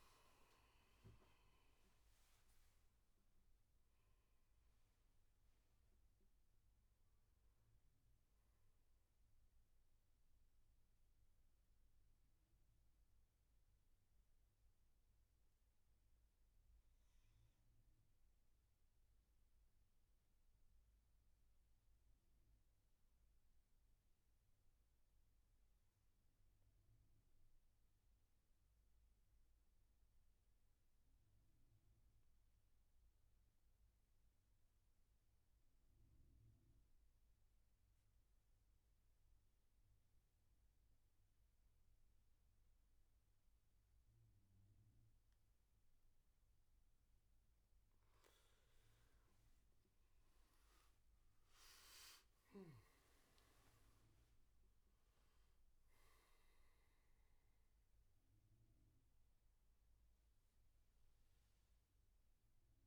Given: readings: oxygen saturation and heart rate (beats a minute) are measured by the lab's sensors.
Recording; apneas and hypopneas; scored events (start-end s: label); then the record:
breathing in sleep, hard to hear, by a room microphone; 1
0.00-12.00 s: oxygen desaturation (device-marked, oxygen 87% lowest, heart rate 60 extreme)
9.50-46.00 s: mixed apnea (oxygen 97% before, 87% lowest, heart rate 81 before, 60 extreme, up 13 after)
41.00-62.87 s: oxygen desaturation (device-marked, oxygen 99% before, 88% lowest, heart rate 71 before, 65 extreme)
50.50-54.50 s: arousal
From the record:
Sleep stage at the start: N2 (light sleep); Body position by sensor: on the back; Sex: male